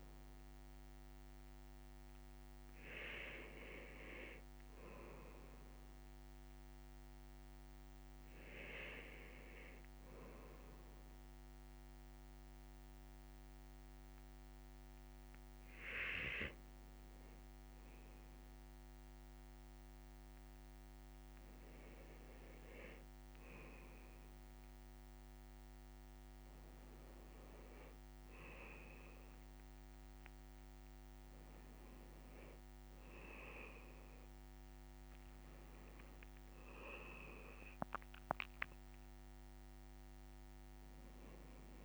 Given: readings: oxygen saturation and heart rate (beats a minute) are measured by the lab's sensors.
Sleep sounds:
a person awake in a sleep study, by a microphone on the trachea; none
29.00-31.50 s: leg movement (device-marked)
From the record:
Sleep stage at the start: awake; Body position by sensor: on the left side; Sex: male

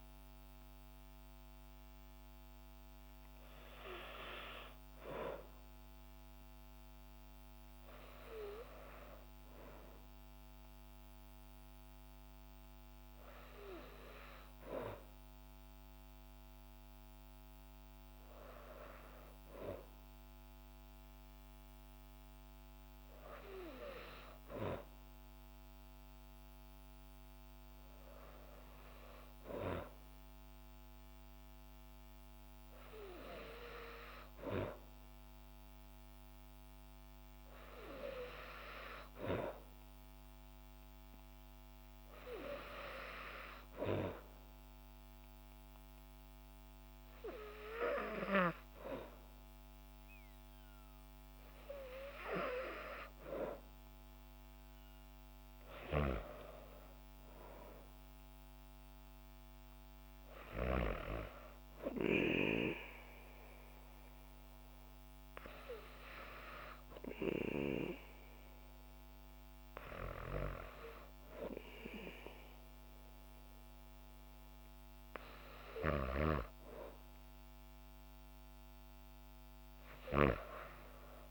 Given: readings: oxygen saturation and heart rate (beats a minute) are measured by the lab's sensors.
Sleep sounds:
breathing in sleep by a microphone on the trachea; none
none scored
From the record:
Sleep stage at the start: N2 (light sleep); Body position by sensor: on the back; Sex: female

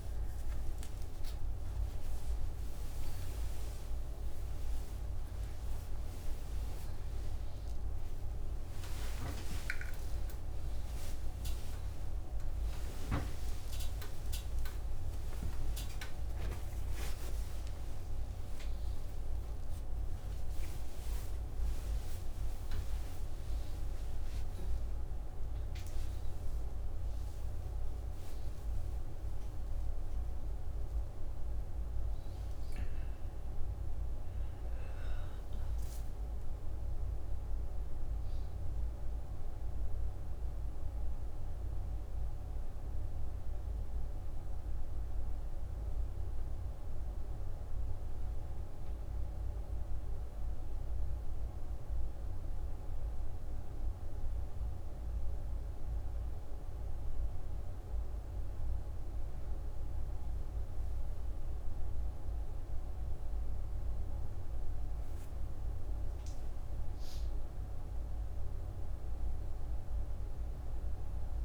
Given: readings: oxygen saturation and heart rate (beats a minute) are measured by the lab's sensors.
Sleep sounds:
a person partly awake in a sleep study, hard to hear, by a room microphone; 1
13.50-23.50 s: oxygen desaturation (device-marked, oxygen 92% before, 89% lowest)
27.50-71.45 s: new sleep stage, N1 (lightest sleep)
45.00-58.00 s: hypopnea (oxygen 98% before, 88% lowest, heart rate 76 before, 61 extreme, up 7 after)
61.00-66.50 s: arousal
63.50-71.45 s: oxygen desaturation (device-marked, oxygen 99% before, 88% lowest, heart rate 66 before, 59 extreme)
From the record:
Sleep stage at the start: awake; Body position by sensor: on the right side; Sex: female

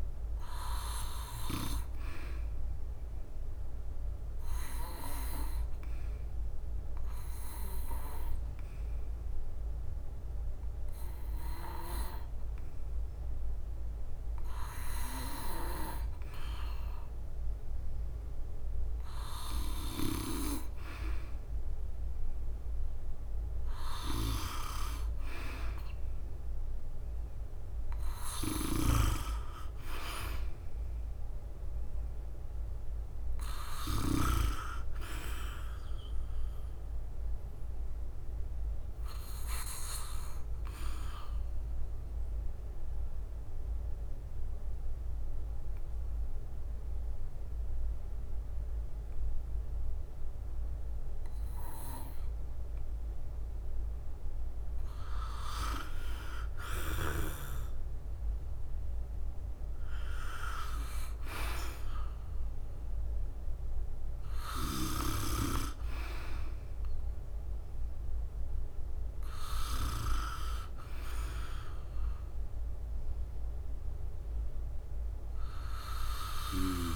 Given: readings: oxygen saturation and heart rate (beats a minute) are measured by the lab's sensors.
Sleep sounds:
breathing in sleep by a room microphone; 2
0.00-1.50 s: oxygen desaturation (device-marked, oxygen 94% lowest, heart rate 49 extreme)
0.00-8.50 s: drop in pulse transit time (device-marked, heart rate 49 extreme)
0.00-22.50 s: bradycardia (device-marked, heart rate 49 extreme)
4.00-16.00 s: obstructive apnea (oxygen 98% before, 89% lowest, heart rate 51 before, 53 extreme, up 6 after)
20.00-24.00 s: arousal
27.50-39.50 s: drop in pulse transit time (device-marked, heart rate 55 before, 61 extreme)
27.50-66.50 s: oxygen desaturation (device-marked, oxygen 95% before, 89% lowest, heart rate 55 before, 54 extreme)
41.50-54.50 s: obstructive apnea (oxygen 95% before, 89% lowest, heart rate 62 before, 54 extreme, up 4 after)
47.50-61.50 s: bradycardia (device-marked, heart rate 57 before, 55 extreme)
61.50-67.00 s: arousal
65.50-76.96 s: bradycardia (device-marked, heart rate 57 before, 48 extreme)
From the record:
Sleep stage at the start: N2 (light sleep); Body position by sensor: on the back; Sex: male

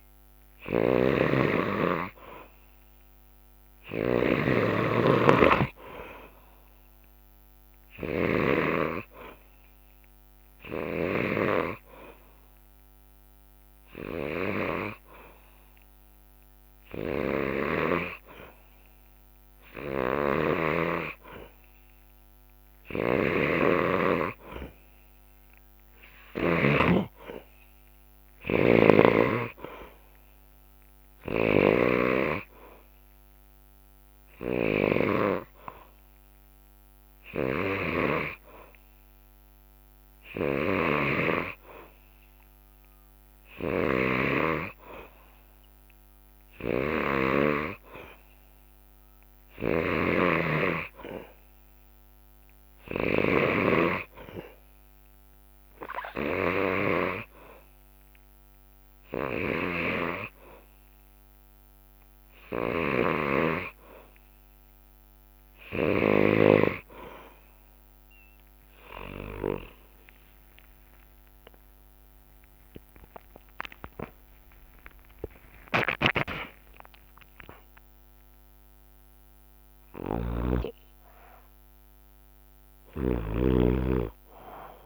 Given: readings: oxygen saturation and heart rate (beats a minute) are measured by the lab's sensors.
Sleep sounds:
breathing in sleep by a microphone on the trachea; 2
0.00-8.50 s: snoring (device-marked)
2.00-5.50 s: arousal
5.00-17.00 s: drop in pulse transit time (device-marked, heart rate 68 before, 67 extreme)
9.00-21.00 s: hypopnea (oxygen 95% before, 93% lowest, heart rate 68 before, 63 extreme, up 3 after)
10.50-26.50 s: snoring (device-marked)
12.00-14.00 s: long interval between heartbeats (device-marked, heart rate 68 before, 74 extreme)
22.50-25.50 s: arousal
23.50-25.50 s: long interval between heartbeats (device-marked, heart rate 70 before, 64 extreme)
40.00-66.50 s: snoring (device-marked)
45.00-61.00 s: hypopnea (oxygen 96% before, 93% lowest, heart rate 67 before, 63 extreme, up 1 after)
65.50-67.50 s: long interval between heartbeats (device-marked, heart rate 67 before, 63 extreme)
69.50-75.00 s: arousal
72.00-84.86 s: drop in pulse transit time (device-marked, heart rate 68 before, 64 extreme)
75.00-80.50 s: snoring (device-marked)
From the record:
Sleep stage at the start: N2 (light sleep); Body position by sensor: on the back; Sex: male

